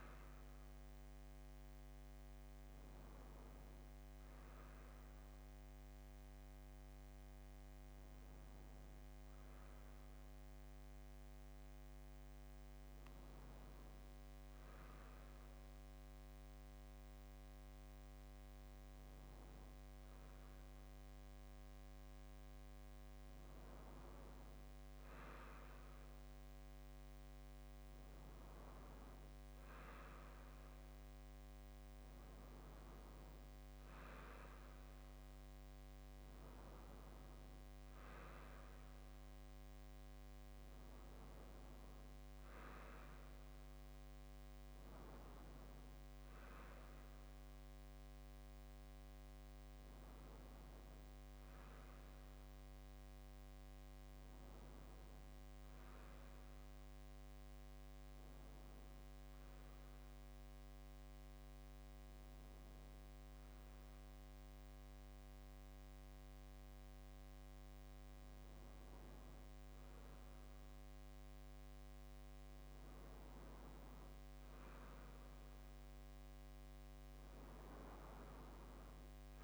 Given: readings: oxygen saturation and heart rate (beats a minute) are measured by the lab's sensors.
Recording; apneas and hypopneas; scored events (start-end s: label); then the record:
breathing in sleep, hard to hear, by a microphone on the trachea; 1
58.50-69.50 s: hypopnea (oxygen 96% before, 93% lowest, heart rate 63 before, 61 extreme, up 0 after)
72.00-76.00 s: arousal
From the record:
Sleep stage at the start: N2 (light sleep); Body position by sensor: on the left side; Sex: male